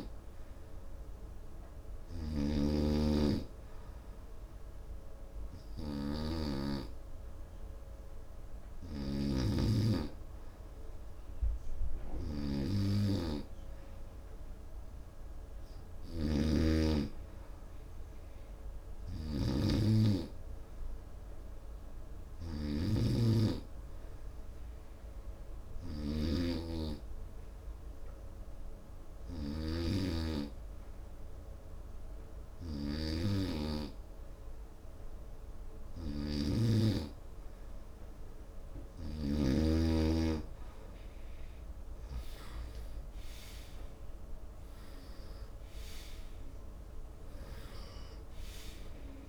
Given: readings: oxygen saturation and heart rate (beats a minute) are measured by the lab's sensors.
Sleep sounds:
breathing in sleep by a room microphone; 1
15.00-31.00 s: oxygen desaturation (device-marked, oxygen 95% before, 91% lowest, heart rate 74 before, 69 extreme)
25.00-37.50 s: hypopnea (oxygen 96% before, 91% lowest, heart rate 75 before, 71 extreme, up 14 after)
42.50-46.00 s: arousal
From the record:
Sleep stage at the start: N2 (light sleep); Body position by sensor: on the right side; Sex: male

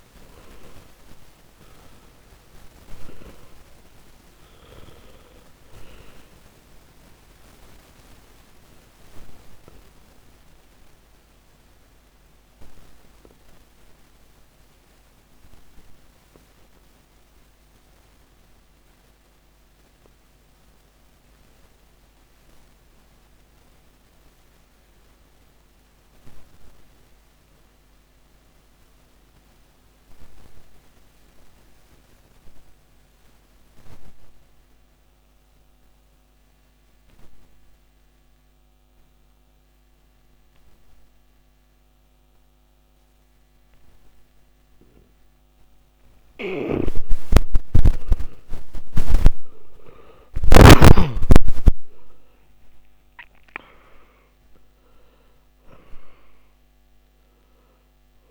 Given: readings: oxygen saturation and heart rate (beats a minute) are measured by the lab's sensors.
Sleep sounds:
breathing in sleep by a microphone on the trachea; 1
0.00-1.50 s: arousal
8.00-44.50 s: obstructive apnea (oxygen 100% before, 84% lowest, heart rate 58 before, 51 extreme, up 17 after)
22.00-39.00 s: oxygen desaturation (device-marked, oxygen 96% before, 87% lowest, heart rate 56 before, 52 extreme)
46.00-51.00 s: snoring (device-marked)
48.00-53.00 s: arousal
From the record:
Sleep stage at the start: N2 (light sleep); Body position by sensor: on the back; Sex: male

